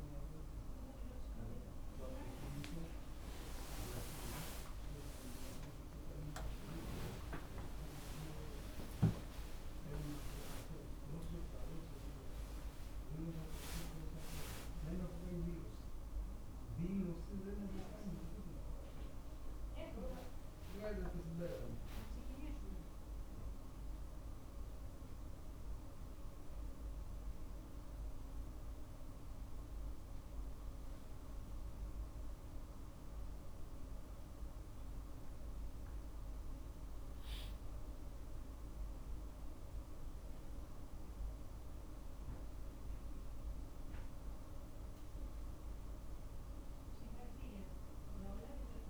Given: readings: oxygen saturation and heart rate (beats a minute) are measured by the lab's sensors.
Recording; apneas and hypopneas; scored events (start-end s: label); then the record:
a person awake in a sleep study, by a room microphone; none
9.00-11.00 s: long interval between heartbeats (device-marked, heart rate 51 before, 80 extreme)
20.50-22.50 s: long interval between heartbeats (device-marked, heart rate 64 before, 55 extreme)
From the record:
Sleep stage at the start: awake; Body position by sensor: on the back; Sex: male